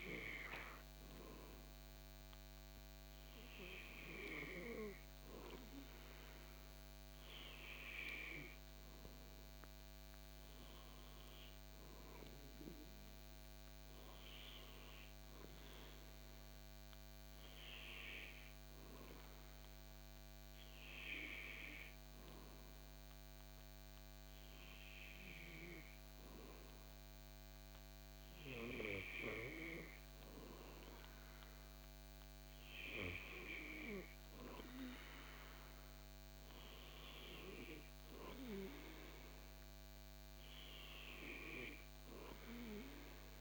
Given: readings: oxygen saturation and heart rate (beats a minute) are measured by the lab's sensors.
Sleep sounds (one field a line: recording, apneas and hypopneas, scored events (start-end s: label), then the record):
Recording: a person partly awake in a sleep study, by a microphone on the trachea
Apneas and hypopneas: none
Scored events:
30.00-43.41 s: new sleep stage, awake
From the record:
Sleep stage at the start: N2 (light sleep)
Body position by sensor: on the back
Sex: male